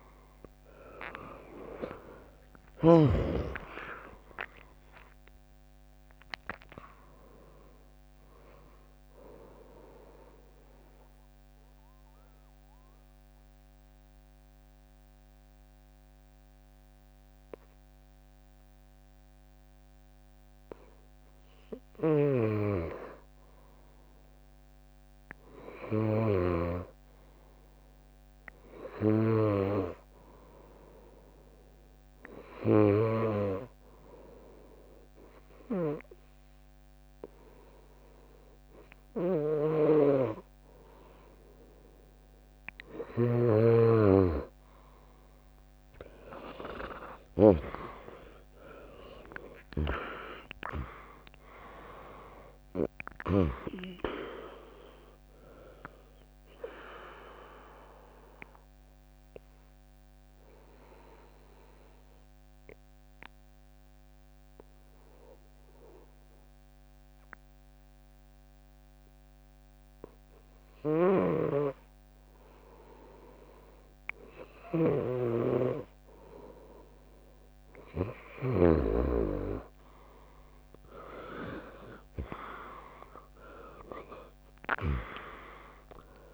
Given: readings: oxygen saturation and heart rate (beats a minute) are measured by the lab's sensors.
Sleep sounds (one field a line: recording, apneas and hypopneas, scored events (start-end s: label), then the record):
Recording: breathing in sleep by a microphone on the trachea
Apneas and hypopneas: 3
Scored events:
0.00-3.00 s: snoring (device-marked)
0.00-4.50 s: arousal
3.00-17.00 s: drop in pulse transit time (device-marked, heart rate 69 before, 70 extreme)
4.00-17.00 s: oxygen desaturation (device-marked, oxygen 100% before, 96% lowest, heart rate 68 before, 57 extreme)
10.00-22.50 s: mixed apnea (oxygen 100% before, 95% lowest, heart rate 69 before, 57 extreme)
21.00-30.00 s: bradycardia (device-marked, heart rate 77 before, 57 extreme)
24.00-28.00 s: arousal
33.00-43.00 s: hypopnea (oxygen 100% before, 95% lowest, heart rate 70 before, 65 extreme, up 16 after)
46.00-50.50 s: arousal
47.00-63.00 s: drop in pulse transit time (device-marked, heart rate 65 before, 72 extreme)
58.50-73.00 s: mixed apnea (oxygen 100% before, 95% lowest, heart rate 78 before, 57 extreme)
75.00-78.00 s: bradycardia (device-marked, heart rate 76 before, 60 extreme)
77.00-81.50 s: arousal
84.00-86.34 s: drop in pulse transit time (device-marked, heart rate 74 before, 68 extreme)
From the record:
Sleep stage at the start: N2 (light sleep)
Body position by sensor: on the right side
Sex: female